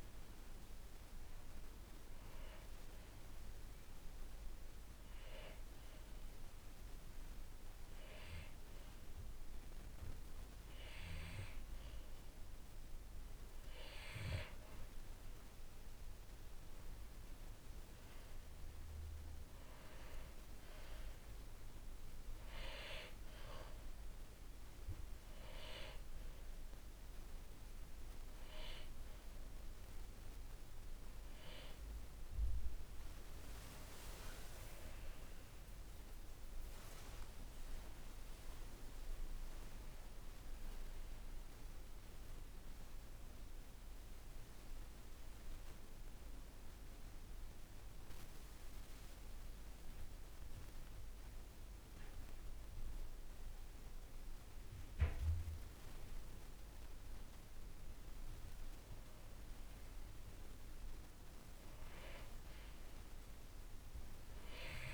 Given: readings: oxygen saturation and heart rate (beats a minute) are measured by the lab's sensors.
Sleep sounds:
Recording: breathing in sleep by a room microphone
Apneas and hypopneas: 2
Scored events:
3.00-15.00 s: hypopnea (oxygen 97% before, 93% lowest, heart rate 64 before, 58 extreme, up 9 after)
17.50-20.50 s: arousal
39.00-43.00 s: arousal
46.00-57.00 s: obstructive apnea (oxygen 96% before, 91% lowest, heart rate 63 before, 56 extreme, up 3 after)
59.50-64.00 s: arousal
From the record:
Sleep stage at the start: N2 (light sleep)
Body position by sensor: on the back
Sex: male

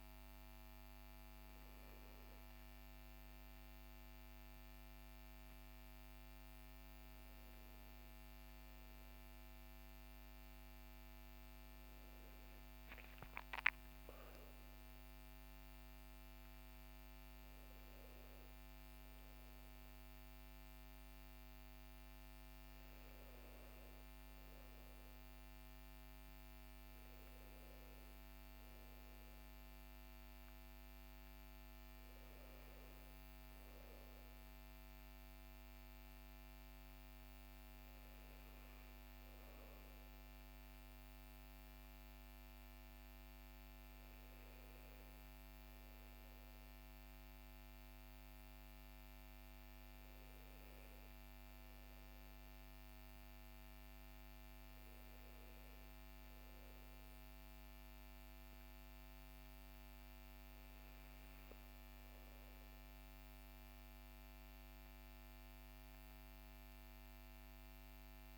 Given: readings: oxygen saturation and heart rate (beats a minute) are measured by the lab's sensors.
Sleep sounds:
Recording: a person partly awake in a sleep study, hard to hear, by a microphone on the trachea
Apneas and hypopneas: none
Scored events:
22.50-52.50 s: new sleep stage, N1 (lightest sleep)
52.50-68.38 s: new sleep stage, N2 (light sleep)
From the record:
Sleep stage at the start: awake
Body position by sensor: on the back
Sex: male

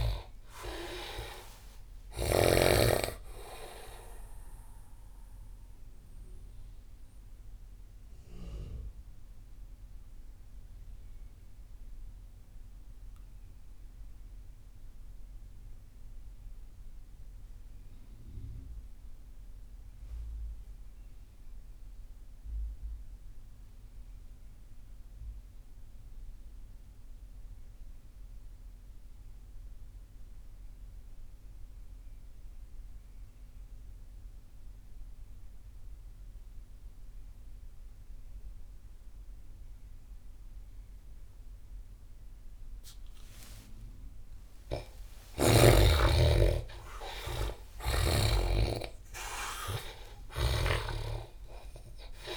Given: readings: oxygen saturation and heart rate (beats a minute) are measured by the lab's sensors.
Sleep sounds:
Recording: breathing in sleep by a room microphone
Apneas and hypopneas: 1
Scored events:
0.00-18.50 s: oxygen desaturation (device-marked, oxygen 68% lowest)
5.00-43.00 s: mixed apnea (oxygen 96% before, 68% lowest)
35.50-52.37 s: oxygen desaturation (device-marked, oxygen 97% before, 68% lowest)
44.00-48.00 s: arousal
From the record:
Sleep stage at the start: N2 (light sleep)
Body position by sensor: on the back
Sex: male

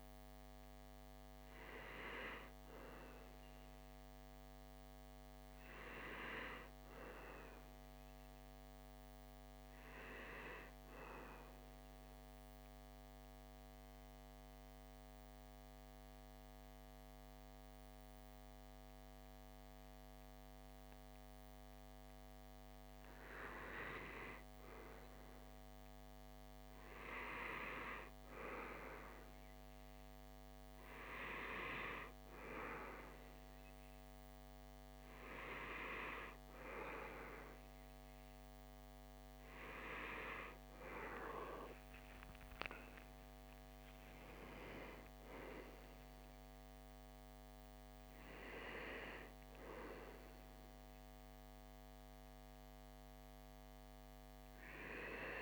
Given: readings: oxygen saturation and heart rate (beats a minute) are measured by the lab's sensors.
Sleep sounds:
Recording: breathing in sleep by a microphone on the trachea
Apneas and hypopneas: 1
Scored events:
10.00-22.00 s: central apnea (oxygen 96% before, 94% lowest, heart rate 64 before, 60 extreme, up 4 after)
24.50-28.00 s: arousal
From the record:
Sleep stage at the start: REM sleep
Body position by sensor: on the back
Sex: male

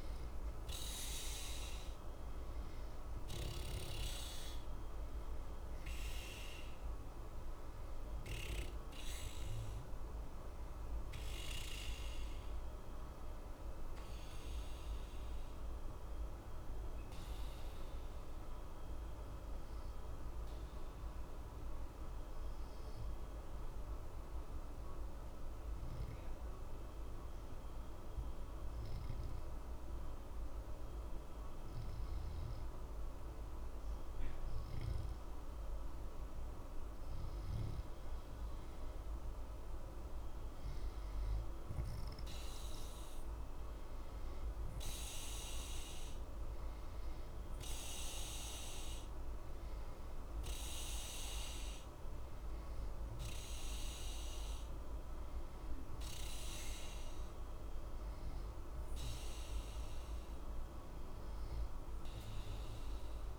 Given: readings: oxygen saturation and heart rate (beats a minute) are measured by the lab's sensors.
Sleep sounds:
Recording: breathing in sleep, hard to hear, by a room microphone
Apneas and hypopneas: 1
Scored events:
0.00-32.00 s: oxygen desaturation (device-marked, oxygen 87% lowest, heart rate 60 extreme)
17.00-36.00 s: obstructive apnea (oxygen 94% before, 87% lowest, heart rate 60 before, 60 extreme, up 4 after)
39.00-44.00 s: arousal
49.00-63.39 s: oxygen desaturation (device-marked, oxygen 93% before, 87% lowest, heart rate 61 before, 60 extreme)
From the record:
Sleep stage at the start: N2 (light sleep)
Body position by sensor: on the back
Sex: male

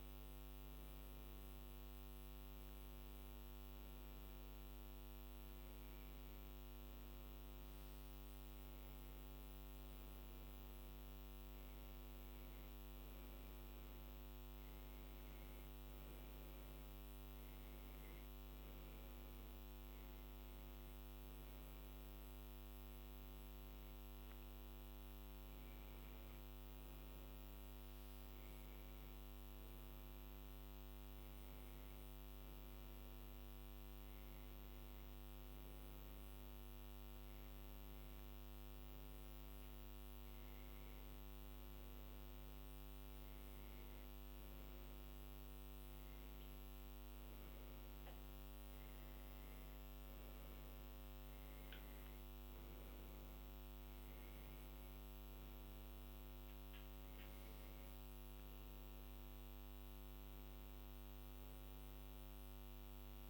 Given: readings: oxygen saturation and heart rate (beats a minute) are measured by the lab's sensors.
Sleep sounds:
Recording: breathing in sleep, hard to hear, by a microphone on the trachea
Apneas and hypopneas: none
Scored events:
53.00-58.50 s: arousal
From the record:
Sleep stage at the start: N1 (lightest sleep)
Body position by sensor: on the back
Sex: female

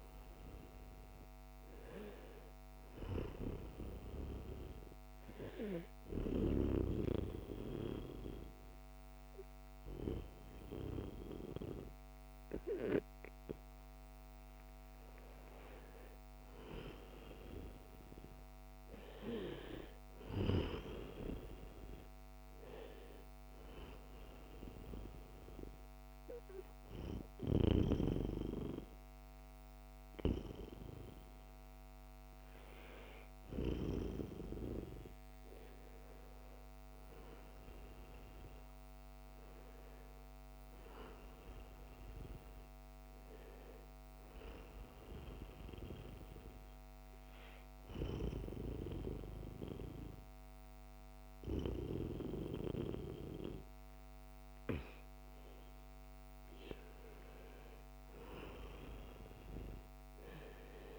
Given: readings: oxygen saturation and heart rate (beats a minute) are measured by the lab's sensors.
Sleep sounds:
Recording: breathing in sleep by a microphone on the trachea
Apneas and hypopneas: 3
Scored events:
4.50-15.00 s: hypopnea (oxygen 93% before, 90% lowest, heart rate 82 before, 79 extreme, up 0 after)
15.50-20.00 s: arousal
23.50-33.50 s: obstructive apnea (oxygen 93% before, 90% lowest, heart rate 81 before, 78 extreme)
35.50-40.00 s: arousal
45.50-60.99 s: new sleep stage, N2 (light sleep)
46.00-56.50 s: obstructive apnea (oxygen 93% before, 90% lowest, heart rate 80 before, 75 extreme, up 2 after)
58.50-60.99 s: arousal
From the record:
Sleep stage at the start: N1 (lightest sleep)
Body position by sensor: on the right side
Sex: male

